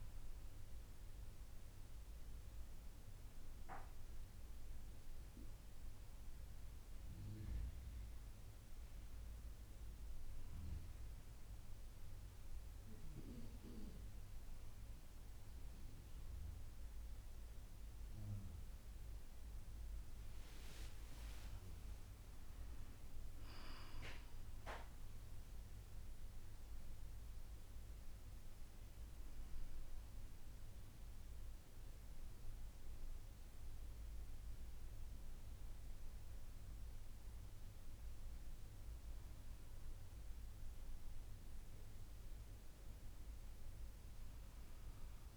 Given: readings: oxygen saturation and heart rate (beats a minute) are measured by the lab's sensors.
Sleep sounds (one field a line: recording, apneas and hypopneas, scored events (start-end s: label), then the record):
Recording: breathing in sleep by a room microphone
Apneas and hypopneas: none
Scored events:
12.50-42.50 s: new sleep stage, N1 (lightest sleep)
20.50-24.50 s: arousal
42.50-45.37 s: new sleep stage, N2 (light sleep)
From the record:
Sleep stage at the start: N2 (light sleep)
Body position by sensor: on the back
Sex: female